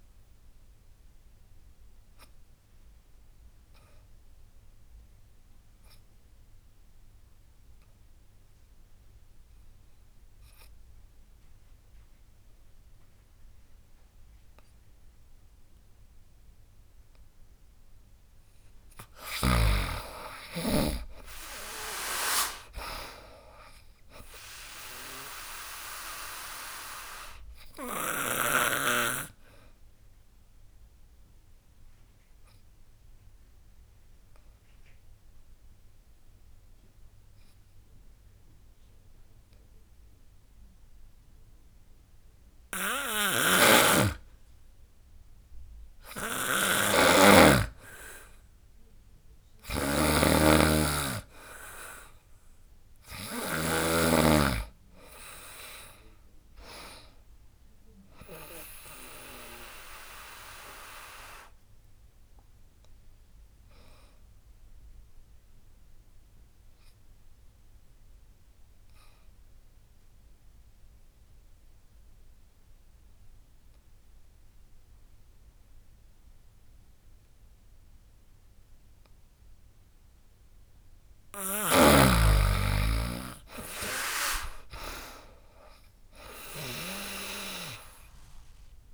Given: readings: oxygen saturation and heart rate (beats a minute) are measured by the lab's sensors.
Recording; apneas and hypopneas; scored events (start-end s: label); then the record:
breathing in sleep by a room microphone; 3
0.00-5.50 s: drop in pulse transit time (device-marked, heart rate 74 extreme)
1.00-17.00 s: obstructive apnea (oxygen 99% before, 90% lowest, heart rate 72 before, 62 extreme, up 16 after)
19.00-21.50 s: arousal
19.50-31.50 s: drop in pulse transit time (device-marked, heart rate 75 before, 69 extreme)
21.50-44.50 s: oxygen desaturation (device-marked, oxygen 98% before, 90% lowest, heart rate 75 before, 62 extreme)
26.50-43.00 s: obstructive apnea (oxygen 98% before, 90% lowest, heart rate 77 before, 62 extreme, up 22 after)
42.50-53.50 s: snoring (device-marked)
45.00-48.50 s: arousal
49.50-64.50 s: drop in pulse transit time (device-marked, heart rate 71 before, 77 extreme)
59.00-79.50 s: obstructive apnea (oxygen 99% before, 92% lowest, heart rate 80 before, 63 extreme, up 16 after)
81.00-88.94 s: snoring (device-marked)
81.50-84.50 s: arousal
82.50-88.94 s: drop in pulse transit time (device-marked, heart rate 75 before, 69 extreme)
84.50-88.94 s: oxygen desaturation (device-marked, oxygen 99% before, 92% lowest, heart rate 75 before, 63 extreme)
From the record:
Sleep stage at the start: N2 (light sleep); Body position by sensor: on the back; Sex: female